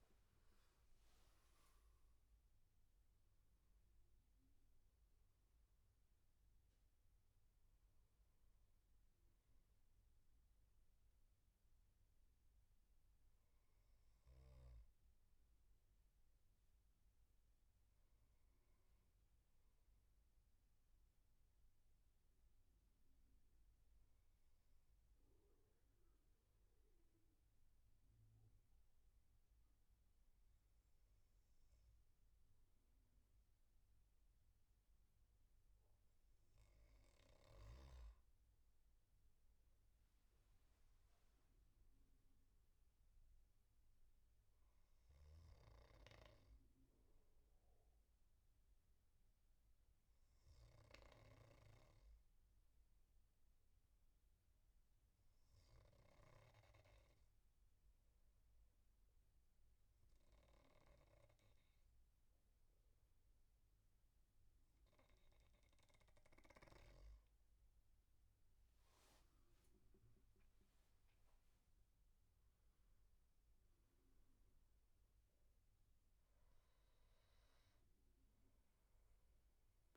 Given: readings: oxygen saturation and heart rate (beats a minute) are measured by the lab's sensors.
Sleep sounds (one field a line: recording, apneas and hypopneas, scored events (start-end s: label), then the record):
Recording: breathing in sleep, hard to hear, by a room microphone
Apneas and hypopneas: 2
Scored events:
0.00-1.00 s: arousal
0.00-12.50 s: oxygen desaturation (device-marked, oxygen 94% lowest, heart rate 62 extreme)
0.50-2.50 s: long interval between heartbeats (device-marked, heart rate 72 before, 92 extreme)
10.50-34.50 s: obstructive apnea (oxygen 98% before, 95% lowest, heart rate 80 before, 61 extreme, up 13 after)
37.50-41.00 s: arousal
45.50-66.00 s: obstructive apnea (oxygen 99% before, 94% lowest, heart rate 72 before, 62 extreme, up 14 after)
68.00-72.50 s: arousal
From the record:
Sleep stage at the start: N2 (light sleep)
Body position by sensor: on the back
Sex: male